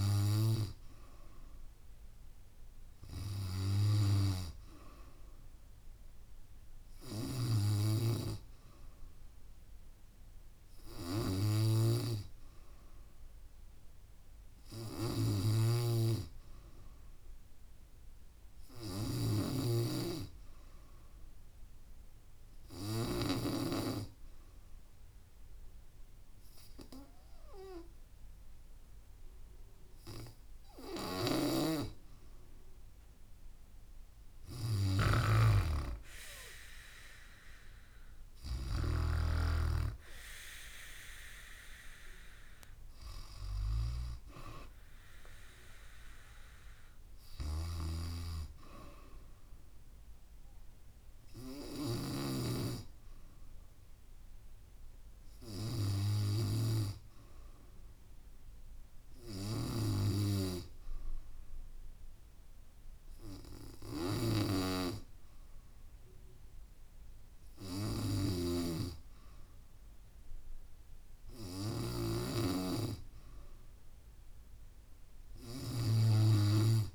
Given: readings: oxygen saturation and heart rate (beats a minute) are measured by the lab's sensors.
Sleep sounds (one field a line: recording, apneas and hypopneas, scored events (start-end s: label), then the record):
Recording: breathing in sleep by a room microphone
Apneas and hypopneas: 1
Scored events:
15.50-23.50 s: snoring (device-marked)
20.50-31.50 s: hypopnea (oxygen 95% before, 92% lowest, heart rate 70 before, 67 extreme)
33.00-35.50 s: arousal
35.00-39.00 s: snoring (device-marked)
47.50-52.50 s: snoring (device-marked)
68.00-72.50 s: snoring (device-marked)
From the record:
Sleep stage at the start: N3 (deep sleep)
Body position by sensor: on the back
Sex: female